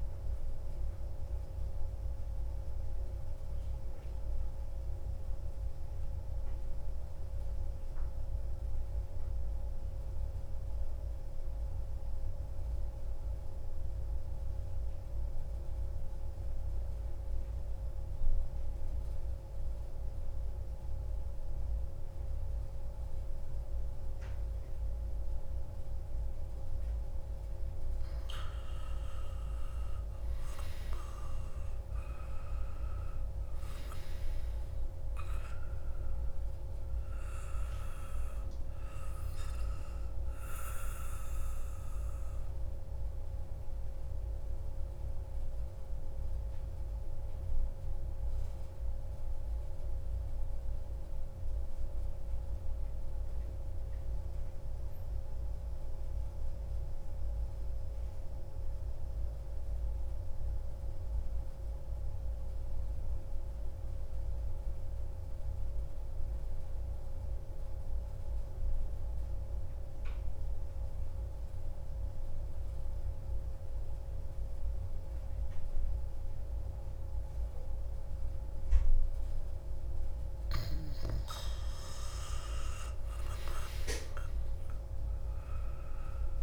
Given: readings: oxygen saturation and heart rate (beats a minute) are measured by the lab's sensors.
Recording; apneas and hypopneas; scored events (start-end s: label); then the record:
breathing in sleep, hard to hear, by a room microphone; 2
0.00-13.50 s: oxygen desaturation (device-marked, oxygen 92% lowest)
0.50-27.50 s: central apnea (oxygen 97% before, 91% lowest)
29.00-34.00 s: arousal
32.50-53.50 s: oxygen desaturation (device-marked, oxygen 96% before, 91% lowest)
42.00-78.50 s: mixed apnea (oxygen 97% before, 91% lowest)
75.50-86.43 s: oxygen desaturation (device-marked, oxygen 97% before, 91% lowest)
80.00-83.50 s: arousal
From the record:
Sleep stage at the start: N2 (light sleep); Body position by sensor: on the back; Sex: male